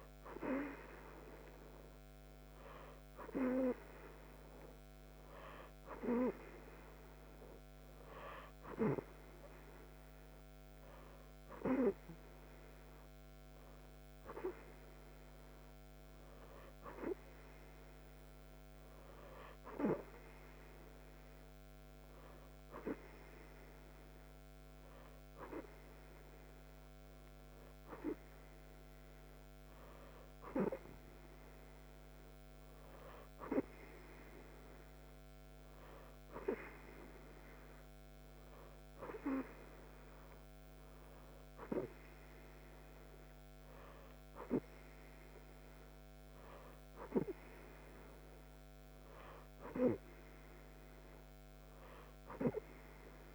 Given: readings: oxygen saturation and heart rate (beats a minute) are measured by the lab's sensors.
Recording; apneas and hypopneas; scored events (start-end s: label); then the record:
breathing in sleep by a microphone on the trachea; none
48.50-53.35 s: new sleep stage, REM sleep
From the record:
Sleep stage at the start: N2 (light sleep); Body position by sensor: on the right side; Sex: female